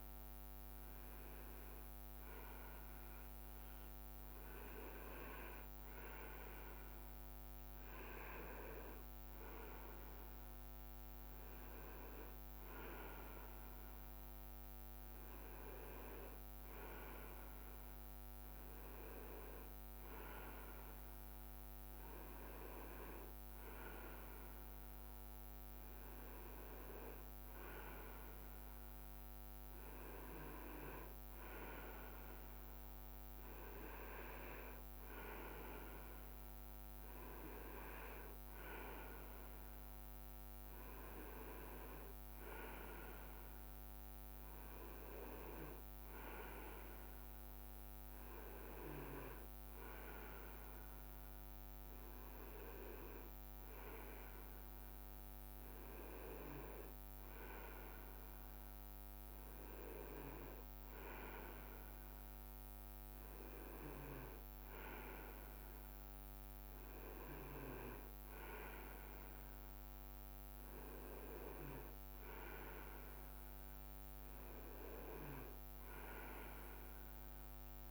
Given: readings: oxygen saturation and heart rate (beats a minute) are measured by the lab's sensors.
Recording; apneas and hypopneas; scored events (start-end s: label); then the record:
breathing in sleep by a microphone on the trachea; none
none scored
From the record:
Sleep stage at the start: N2 (light sleep); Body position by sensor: on the right side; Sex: male